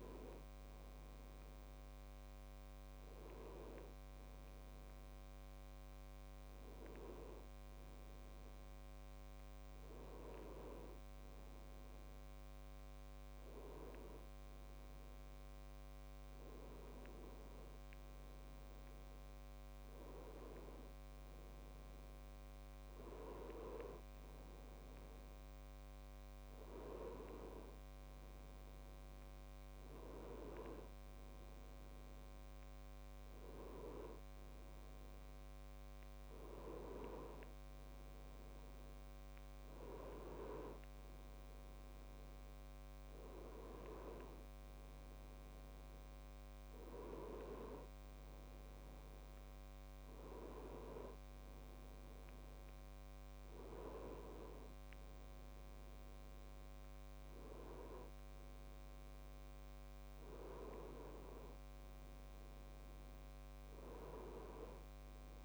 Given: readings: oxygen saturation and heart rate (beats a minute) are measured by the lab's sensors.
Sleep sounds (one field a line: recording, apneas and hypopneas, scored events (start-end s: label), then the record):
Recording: breathing in sleep by a microphone on the trachea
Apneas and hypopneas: none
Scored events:
none scored
From the record:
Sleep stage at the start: N2 (light sleep)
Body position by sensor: on the back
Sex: male